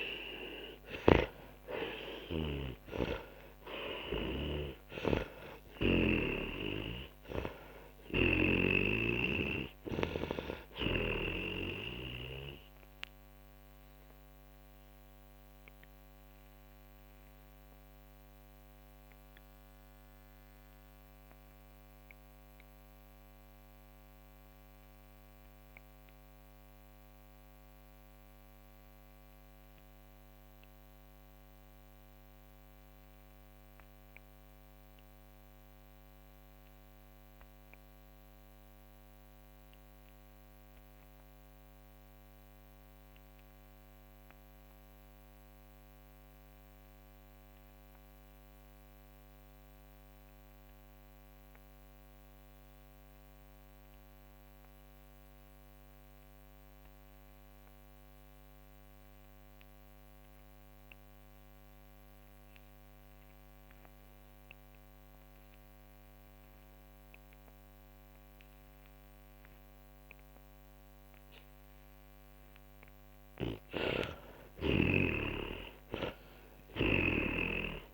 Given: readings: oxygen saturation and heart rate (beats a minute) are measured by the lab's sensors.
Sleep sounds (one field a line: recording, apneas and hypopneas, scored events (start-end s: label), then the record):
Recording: breathing in sleep by a microphone on the trachea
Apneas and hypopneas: 1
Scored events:
0.00-1.00 s: arousal
0.00-11.50 s: snoring (device-marked)
0.00-42.50 s: oxygen desaturation (device-marked, oxygen 76% lowest, heart rate 40 extreme)
15.00-71.00 s: obstructive apnea (oxygen 95% before, 76% lowest, heart rate 64 before, 40 extreme, up 21 after)
66.50-77.93 s: oxygen desaturation (device-marked, oxygen 98% before, 82% lowest, heart rate 52 before, 40 extreme)
73.50-77.93 s: arousal
From the record:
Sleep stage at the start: N2 (light sleep)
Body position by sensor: on the back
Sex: male